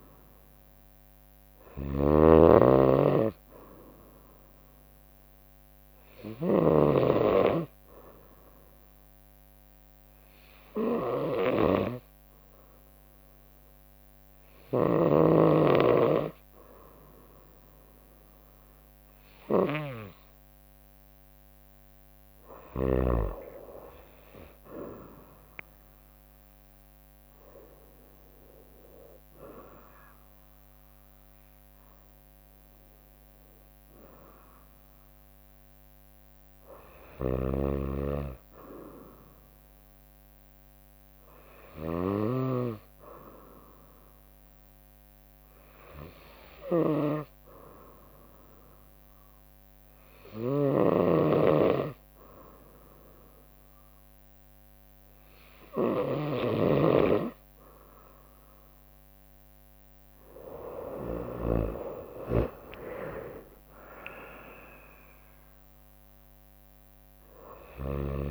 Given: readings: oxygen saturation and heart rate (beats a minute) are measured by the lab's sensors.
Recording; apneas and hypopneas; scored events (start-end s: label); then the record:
breathing in sleep by a microphone on the trachea; 2
0.00-6.00 s: drop in pulse transit time (device-marked, heart rate 63 extreme)
0.00-23.00 s: snoring (device-marked)
6.50-20.50 s: obstructive apnea (oxygen 96% before, 92% lowest, heart rate 66 before, 63 extreme, up 3 after)
22.00-38.00 s: drop in pulse transit time (device-marked, heart rate 64 before, 65 extreme)
31.00-35.50 s: arousal
37.00-61.50 s: snoring (device-marked)
39.00-59.00 s: obstructive apnea (oxygen 95% before, 92% lowest, heart rate 66 before, 63 extreme, up 6 after)
61.00-64.00 s: arousal
62.00-68.31 s: drop in pulse transit time (device-marked, heart rate 64 before, 65 extreme)
From the record:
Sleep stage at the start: N2 (light sleep); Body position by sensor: on the right side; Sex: female